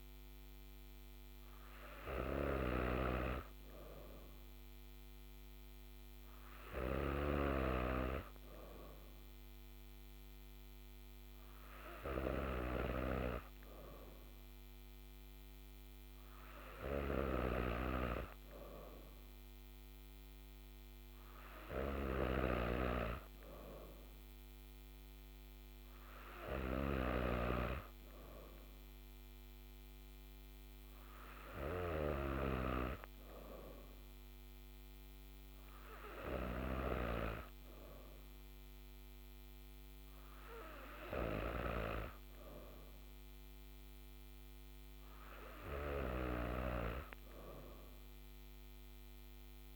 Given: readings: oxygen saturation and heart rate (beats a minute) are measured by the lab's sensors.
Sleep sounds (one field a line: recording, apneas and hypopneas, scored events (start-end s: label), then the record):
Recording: breathing in sleep by a microphone on the trachea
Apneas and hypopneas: none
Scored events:
3.00-7.50 s: snoring (device-marked)
From the record:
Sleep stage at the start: N3 (deep sleep)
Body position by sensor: on the back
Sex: female